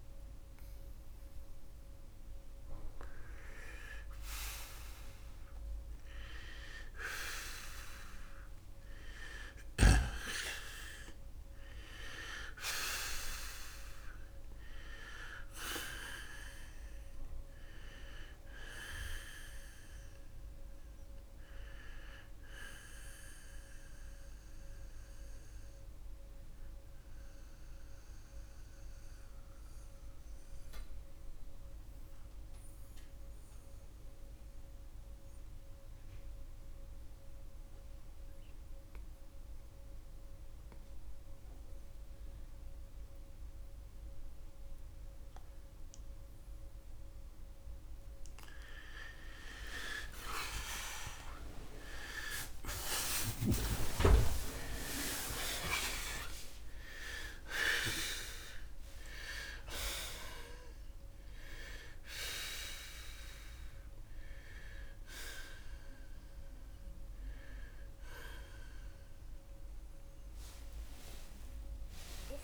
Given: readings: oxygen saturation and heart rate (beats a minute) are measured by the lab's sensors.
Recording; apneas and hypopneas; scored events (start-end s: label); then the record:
breathing in sleep by a room microphone; 1
12.50-17.00 s: arousal
28.00-47.00 s: mixed apnea (oxygen 93% before, 88% lowest)
42.00-72.44 s: new sleep stage, N1 (lightest sleep)
43.00-58.00 s: oxygen desaturation (device-marked, oxygen 94% before, 88% lowest)
49.50-56.00 s: arousal
From the record:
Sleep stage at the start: N2 (light sleep); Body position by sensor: on the back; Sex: male